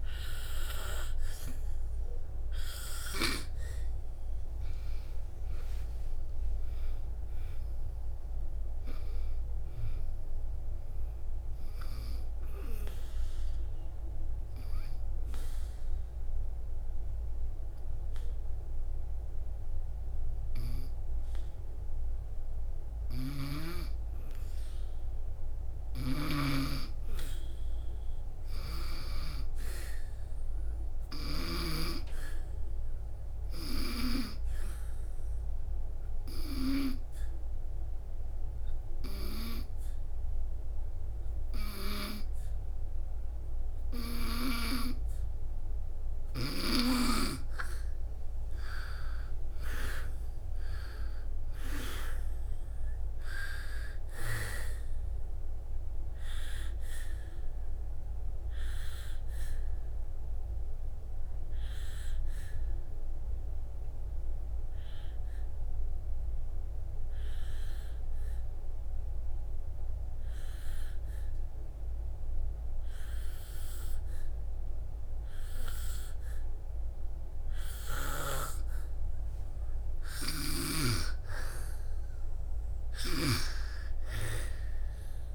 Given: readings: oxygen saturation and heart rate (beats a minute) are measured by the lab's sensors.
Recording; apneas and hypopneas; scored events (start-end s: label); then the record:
breathing in sleep by a room microphone; 2
5.50-10.00 s: arousal
16.00-18.00 s: oxygen desaturation (device-marked, oxygen 97% before, 94% lowest, heart rate 68 before, 61 extreme)
36.00-47.00 s: obstructive apnea (oxygen 97% before, 92% lowest, heart rate 65 before, 60 extreme, up 4 after)
47.00-56.00 s: oxygen desaturation (device-marked, oxygen 96% before, 92% lowest, heart rate 68 before, 60 extreme)
49.00-52.50 s: arousal
60.00-80.50 s: hypopnea (oxygen 96% before, 92% lowest, heart rate 68 before, 60 extreme, up 8 after)
82.50-85.34 s: arousal
From the record:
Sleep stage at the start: N2 (light sleep); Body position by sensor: on the back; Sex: female